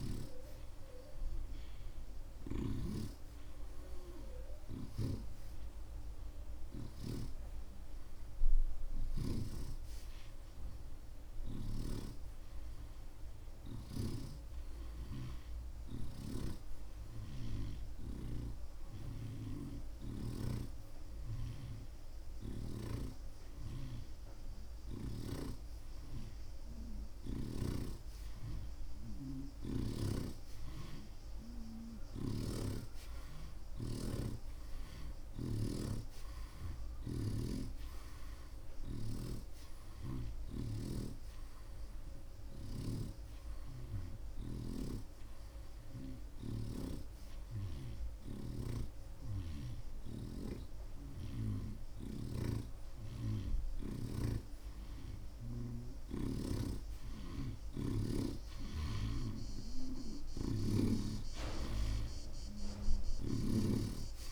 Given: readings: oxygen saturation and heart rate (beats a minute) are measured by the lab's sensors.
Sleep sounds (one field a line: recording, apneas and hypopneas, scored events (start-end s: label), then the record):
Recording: breathing in sleep by a room microphone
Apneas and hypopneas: 1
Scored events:
0.00-12.00 s: snoring (device-marked)
14.00-20.50 s: snoring (device-marked)
32.50-54.50 s: snoring (device-marked)
34.00-38.00 s: arousal
35.00-54.00 s: oxygen desaturation (device-marked, oxygen 86% before, 82% lowest)
44.00-55.00 s: hypopnea (oxygen 87% before, 82% lowest)
56.50-63.50 s: snoring (device-marked)
57.00-60.50 s: arousal
From the record:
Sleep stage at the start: N2 (light sleep)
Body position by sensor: on the right side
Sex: male